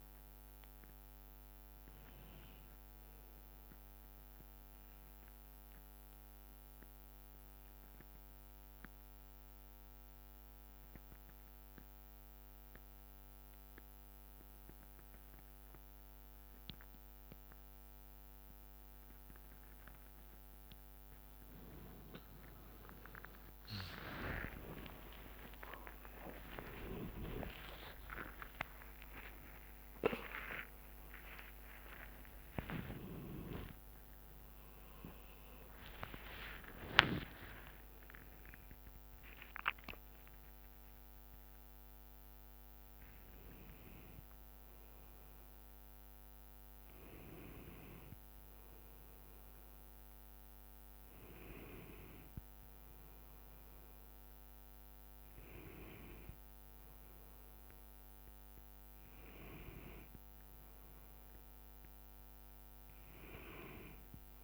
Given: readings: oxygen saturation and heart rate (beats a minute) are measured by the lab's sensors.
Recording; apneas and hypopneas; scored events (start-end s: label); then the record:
a person partly awake in a sleep study, by a microphone on the trachea; 1
0.00-3.00 s: arousal
4.50-8.50 s: bradycardia (device-marked, heart rate 68 before, 59 extreme)
5.00-21.00 s: obstructive apnea (oxygen 99% before, 88% lowest, heart rate 65 before, 59 extreme, up 18 after)
21.50-43.50 s: oxygen desaturation (device-marked, oxygen 98% before, 88% lowest, heart rate 62 before, 65 extreme)
28.50-44.50 s: drop in pulse transit time (device-marked, heart rate 63 before, 78 extreme)
30.00-32.00 s: long interval between heartbeats (device-marked, heart rate 64 before, 94 extreme)
36.50-38.50 s: long interval between heartbeats (device-marked, heart rate 77 before, 95 extreme)
37.50-64.44 s: new sleep stage, awake
From the record:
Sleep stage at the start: N2 (light sleep); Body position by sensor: on the back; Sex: male